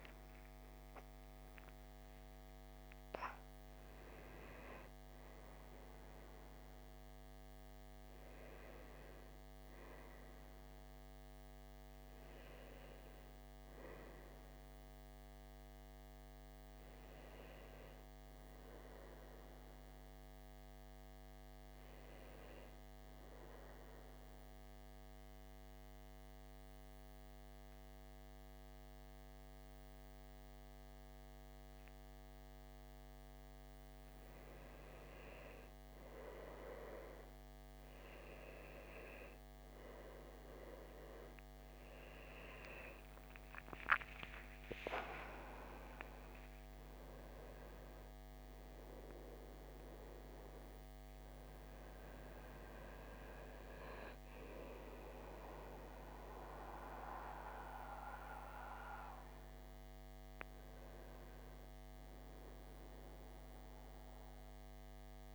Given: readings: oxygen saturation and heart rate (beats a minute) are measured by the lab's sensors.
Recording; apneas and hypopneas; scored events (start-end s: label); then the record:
breathing in sleep by a microphone on the trachea; 1
19.50-22.50 s: arousal
24.00-34.00 s: central apnea (oxygen 96% before, 88% lowest, heart rate 66 before, 53 extreme, up 6 after)
40.00-63.00 s: oxygen desaturation (device-marked, oxygen 95% before, 88% lowest)
41.00-44.50 s: arousal
From the record:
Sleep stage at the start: N2 (light sleep); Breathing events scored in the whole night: 344 in 6.7 hours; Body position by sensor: on the back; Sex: male